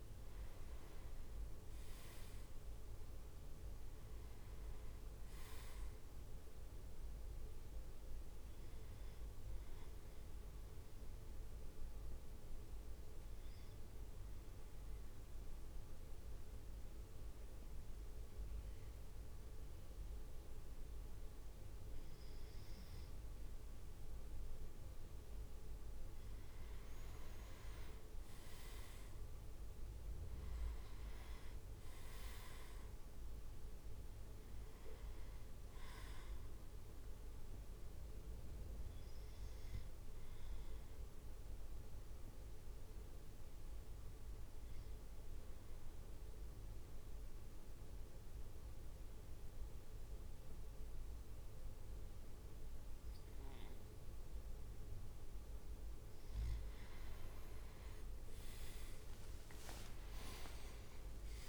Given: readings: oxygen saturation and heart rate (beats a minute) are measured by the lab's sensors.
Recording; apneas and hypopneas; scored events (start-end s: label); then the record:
breathing in sleep, hard to hear, by a room microphone; 2
9.50-25.00 s: obstructive apnea (oxygen 98% before, 95% lowest, heart rate 57 before, 53 extreme, up 3 after)
20.00-35.00 s: drop in pulse transit time (device-marked, heart rate 55 before, 55 extreme)
27.50-31.00 s: arousal
40.50-55.00 s: obstructive apnea (oxygen 98% before, 95% lowest, heart rate 56 before, 53 extreme, up 8 after)
57.50-61.00 s: arousal
59.00-61.49 s: drop in pulse transit time (device-marked, heart rate 56 before, 54 extreme)
59.00-61.49 s: leg movement (device-marked)
From the record:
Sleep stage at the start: N2 (light sleep); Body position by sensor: on the back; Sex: male